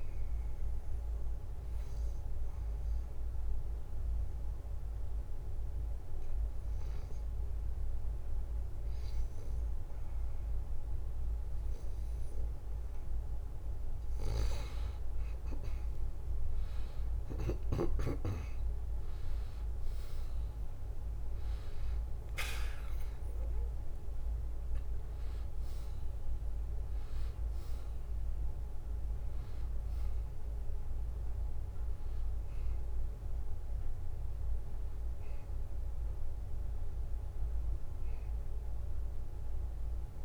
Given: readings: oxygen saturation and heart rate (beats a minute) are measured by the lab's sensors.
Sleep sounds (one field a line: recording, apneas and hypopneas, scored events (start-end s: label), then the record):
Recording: breathing in sleep, hard to hear, by a room microphone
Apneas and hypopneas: 1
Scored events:
1.00-13.50 s: obstructive apnea (oxygen 94% before, 88% lowest, heart rate 75 before, 72 extreme, up 3 after)
22.00-32.00 s: oxygen desaturation (device-marked, oxygen 94% before, 88% lowest, heart rate 74 before, 73 extreme)
23.00-28.00 s: arousal
From the record:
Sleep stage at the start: N2 (light sleep)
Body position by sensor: on the back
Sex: male